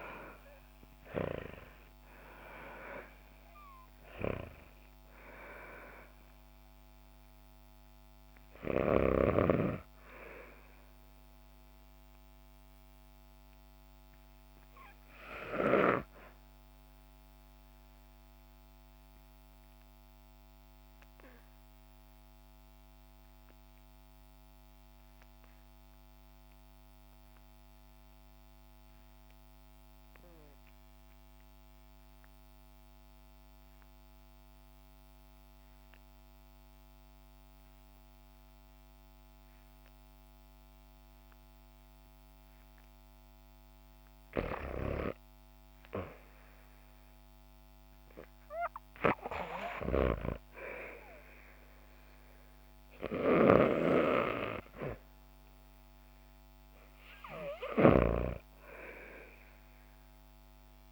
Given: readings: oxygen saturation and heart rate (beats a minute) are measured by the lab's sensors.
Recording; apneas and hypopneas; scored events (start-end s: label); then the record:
breathing in sleep by a microphone on the trachea; 1
0.00-1.50 s: arousal
0.00-25.00 s: oxygen desaturation (device-marked, oxygen 76% lowest, heart rate 43 extreme)
11.00-42.00 s: obstructive apnea (oxygen 93% before, 76% lowest, heart rate 58 before, 50 extreme, up 6 after)
41.00-60.92 s: oxygen desaturation (device-marked, oxygen 98% before, 79% lowest, heart rate 58 before, 49 extreme)
45.00-48.50 s: arousal
49.00-60.92 s: snoring (device-marked)
From the record:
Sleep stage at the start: REM sleep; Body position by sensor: on the back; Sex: female